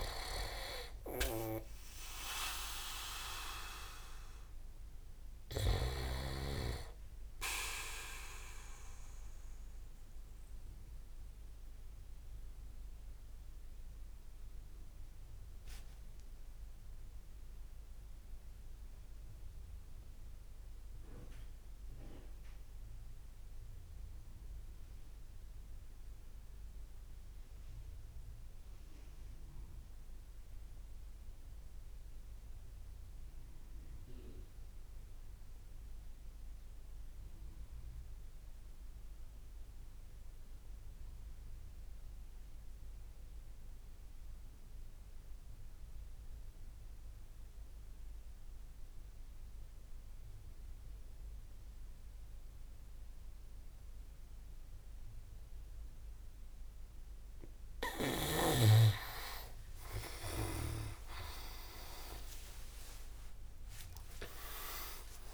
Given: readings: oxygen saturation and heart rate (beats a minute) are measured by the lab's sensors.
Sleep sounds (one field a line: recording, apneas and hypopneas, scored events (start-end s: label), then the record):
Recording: breathing in sleep by a room microphone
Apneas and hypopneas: 1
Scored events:
10.00-57.50 s: obstructive apnea (oxygen 99% before, 89% lowest)
51.00-65.34 s: oxygen desaturation (device-marked, oxygen 97% before, 90% lowest)
60.00-65.34 s: arousal
61.50-65.34 s: leg movement (device-marked)
From the record:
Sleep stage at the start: REM sleep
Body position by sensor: on the back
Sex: male